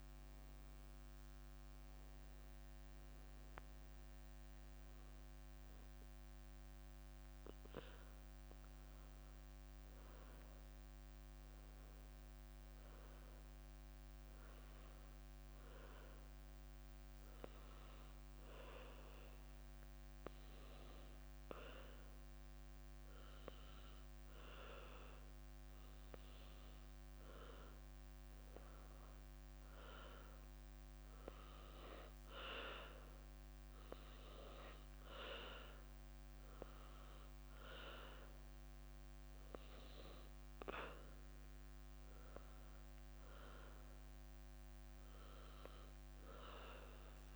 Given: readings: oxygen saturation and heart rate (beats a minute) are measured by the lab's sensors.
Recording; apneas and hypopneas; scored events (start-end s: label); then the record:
breathing in sleep by a microphone on the trachea; 1
0.00-2.00 s: leg movement (device-marked)
10.50-47.36 s: new sleep stage, N2 (light sleep)
13.50-28.00 s: hypopnea (oxygen 98% before, 94% lowest, heart rate 72 before, 70 extreme, up 5 after)
14.00-23.00 s: leg movement (device-marked)
30.00-33.50 s: arousal
35.00-43.50 s: leg movement (device-marked)
From the record:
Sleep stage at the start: N1 (lightest sleep); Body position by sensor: on the back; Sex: female